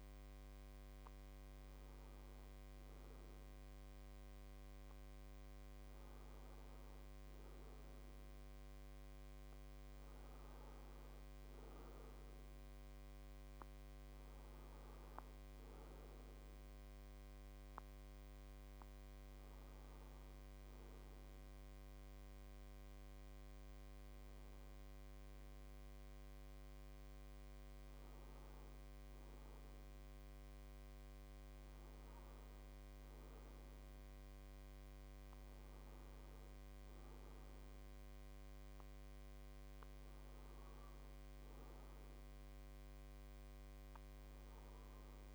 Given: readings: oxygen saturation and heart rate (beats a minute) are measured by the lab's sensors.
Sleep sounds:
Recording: breathing in sleep, hard to hear, by a microphone on the trachea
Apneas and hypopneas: none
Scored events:
none scored
From the record:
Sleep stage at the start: N2 (light sleep)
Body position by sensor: on the right side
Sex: male

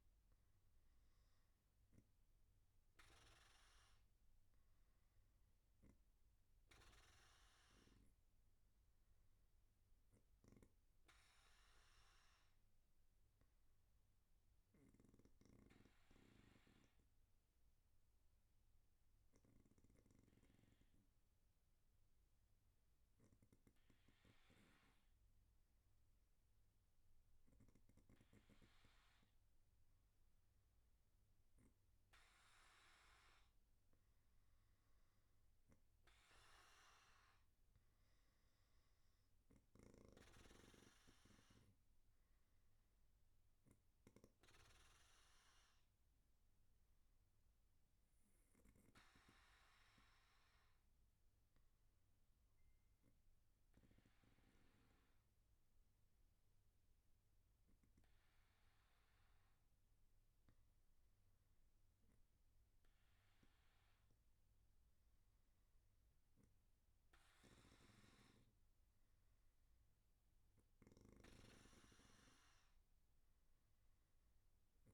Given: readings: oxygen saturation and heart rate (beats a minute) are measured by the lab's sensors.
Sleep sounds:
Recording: breathing in sleep by a room microphone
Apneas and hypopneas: 2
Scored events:
14.00-29.00 s: obstructive apnea (oxygen 96% before, 94% lowest, heart rate 99 before, 109 extreme, up 4 after)
49.00-61.00 s: obstructive apnea (oxygen 96% before, 94% lowest, heart rate 117 before, 93 extreme, up 4 after)
From the record:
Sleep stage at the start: N1 (lightest sleep)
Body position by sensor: on the back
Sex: male

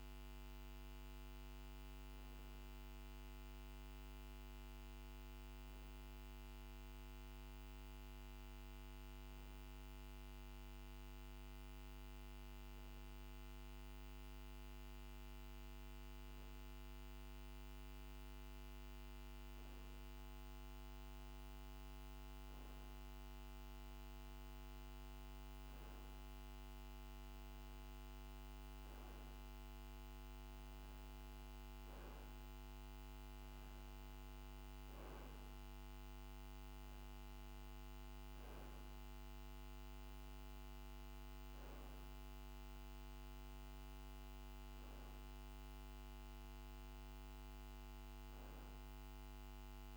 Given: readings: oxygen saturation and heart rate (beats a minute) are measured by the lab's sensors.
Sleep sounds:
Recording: breathing in sleep, hard to hear, by a microphone on the trachea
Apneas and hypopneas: 1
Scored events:
1.50-23.00 s: hypopnea (oxygen 93% before, 92% lowest, heart rate 51 before, 48 extreme, up 2 after)
27.00-31.50 s: arousal
From the record:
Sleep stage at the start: REM sleep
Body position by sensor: on the back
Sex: male

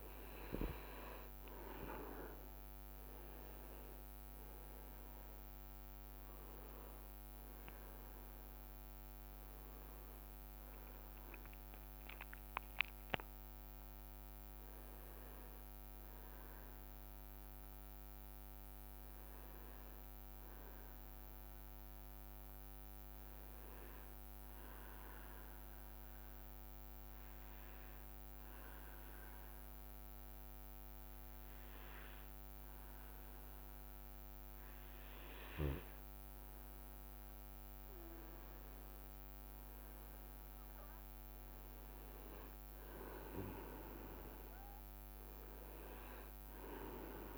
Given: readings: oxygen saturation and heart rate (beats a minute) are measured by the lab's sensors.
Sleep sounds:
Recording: breathing in sleep by a microphone on the trachea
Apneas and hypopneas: 1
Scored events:
0.00-22.50 s: oxygen desaturation (device-marked, oxygen 94% lowest, heart rate 60 extreme)
2.50-7.00 s: arousal
16.50-19.50 s: arousal
24.00-35.00 s: obstructive apnea (oxygen 98% before, 94% lowest, heart rate 67 before, 60 extreme, up 6 after)
37.00-40.00 s: arousal
37.50-47.38 s: oxygen desaturation (device-marked, oxygen 99% before, 95% lowest, heart rate 62 before, 60 extreme)
41.50-43.00 s: leg movement (device-marked)
From the record:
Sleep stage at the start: N2 (light sleep)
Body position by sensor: on the back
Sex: male

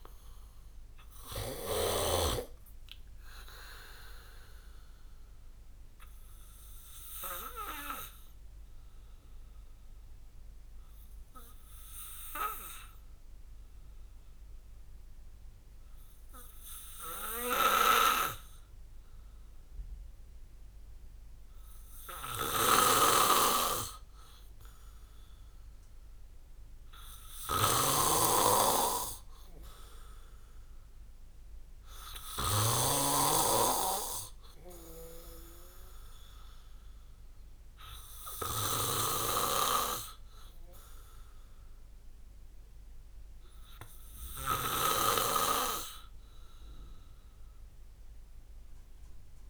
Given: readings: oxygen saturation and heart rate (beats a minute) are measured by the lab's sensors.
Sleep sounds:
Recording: breathing in sleep by a room microphone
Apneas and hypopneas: 1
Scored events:
0.00-2.00 s: snoring (device-marked)
7.00-23.50 s: obstructive apnea (oxygen 96% before, 92% lowest)
22.50-49.49 s: snoring (device-marked)
25.50-29.50 s: arousal
32.00-49.49 s: oxygen desaturation (device-marked, oxygen 96% before, 92% lowest)
From the record:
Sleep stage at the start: N2 (light sleep)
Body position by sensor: on the back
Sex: male

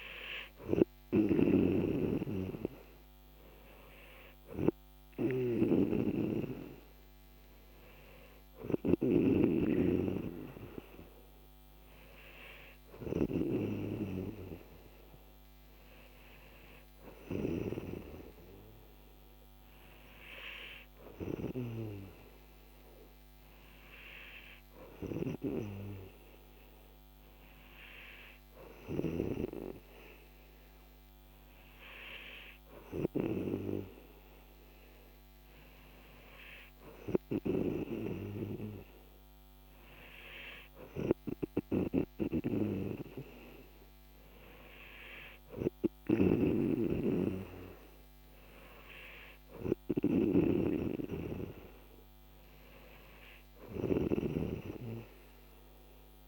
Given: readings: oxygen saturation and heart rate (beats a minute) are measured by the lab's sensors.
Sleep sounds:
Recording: breathing in sleep by a microphone on the trachea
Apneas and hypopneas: none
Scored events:
0.00-2.00 s: snoring (device-marked)
9.00-13.50 s: snoring (device-marked)
46.00-54.50 s: snoring (device-marked)
From the record:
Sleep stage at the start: N3 (deep sleep)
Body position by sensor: on the back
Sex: male

